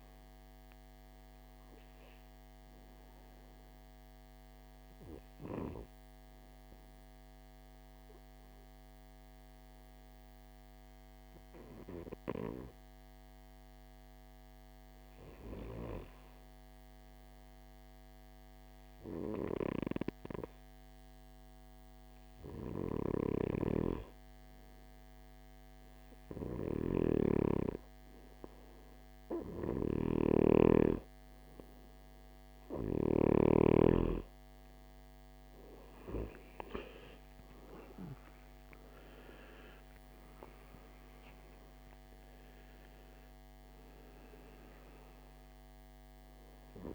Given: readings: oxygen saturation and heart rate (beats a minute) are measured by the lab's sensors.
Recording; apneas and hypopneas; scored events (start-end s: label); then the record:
breathing in sleep by a microphone on the trachea; 1
0.00-13.00 s: oxygen desaturation (device-marked, oxygen 92% lowest, heart rate 55 extreme)
1.00-12.50 s: obstructive apnea (oxygen 99% before, 91% lowest, heart rate 61 before, 55 extreme, up 2 after)
14.50-18.00 s: arousal
26.00-46.95 s: oxygen desaturation (device-marked, oxygen 98% before, 91% lowest, heart rate 57 before, 53 extreme)
29.50-33.00 s: snoring (device-marked)
44.50-46.95 s: arousal
From the record:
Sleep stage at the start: N2 (light sleep); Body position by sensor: on the right side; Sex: male